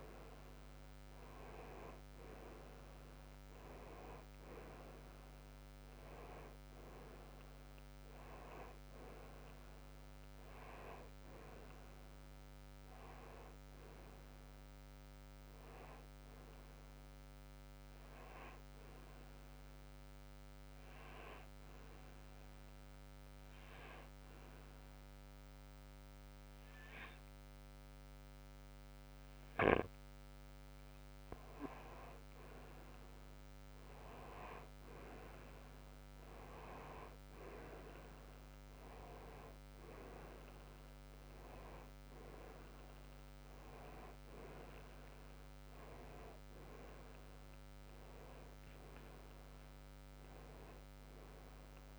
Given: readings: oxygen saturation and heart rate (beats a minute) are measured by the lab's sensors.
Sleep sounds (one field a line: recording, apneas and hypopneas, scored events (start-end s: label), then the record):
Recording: breathing in sleep by a microphone on the trachea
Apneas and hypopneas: 1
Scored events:
0.00-2.00 s: arousal
18.50-30.50 s: obstructive apnea (oxygen 94% before, 90% lowest, heart rate 69 before, 60 extreme, up 9 after)
34.00-37.00 s: arousal
46.50-51.99 s: oxygen desaturation (device-marked, oxygen 94% before, 90% lowest, heart rate 66 before, 61 extreme)
From the record:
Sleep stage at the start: N2 (light sleep)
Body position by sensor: on the right side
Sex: male